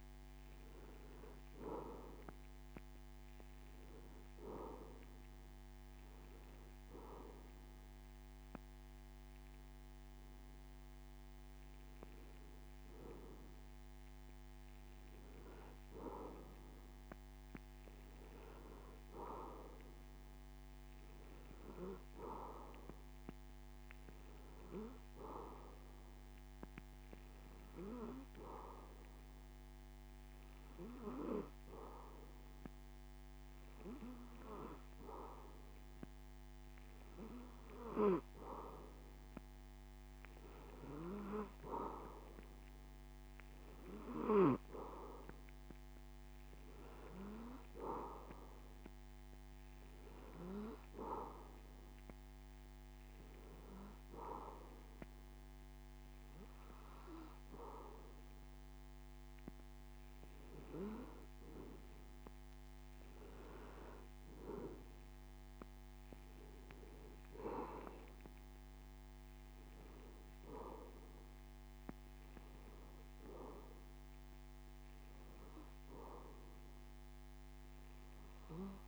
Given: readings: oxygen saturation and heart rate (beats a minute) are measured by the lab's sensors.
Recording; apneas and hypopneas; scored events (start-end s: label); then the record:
a person awake in a sleep study, by a microphone on the trachea; none
none scored
From the record:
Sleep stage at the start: awake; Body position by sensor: on the back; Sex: male